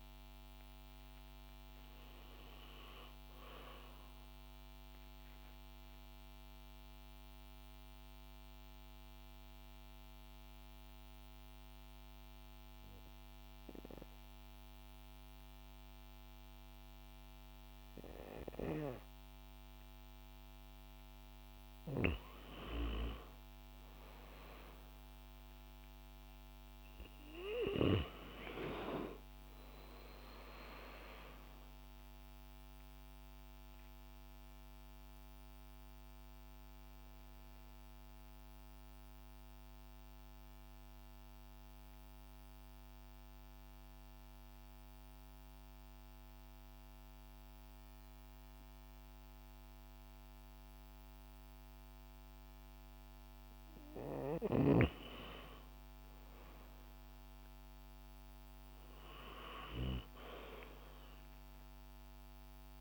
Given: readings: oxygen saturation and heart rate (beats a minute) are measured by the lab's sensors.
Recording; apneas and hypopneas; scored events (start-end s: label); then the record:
breathing in sleep by a microphone on the trachea; 2
3.00-20.50 s: obstructive apnea (oxygen 97% before, 91% lowest)
23.00-27.50 s: arousal
24.00-48.00 s: oxygen desaturation (device-marked, oxygen 97% before, 91% lowest, heart rate 135 before, 40 extreme)
31.50-52.50 s: obstructive apnea (oxygen 97% before, 91% lowest, heart rate 119 before, 40 extreme)
55.50-59.00 s: arousal
59.00-62.81 s: oxygen desaturation (device-marked, oxygen 98% before, 93% lowest, heart rate 118 before, 47 extreme)
From the record:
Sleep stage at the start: N2 (light sleep); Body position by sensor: on the back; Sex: female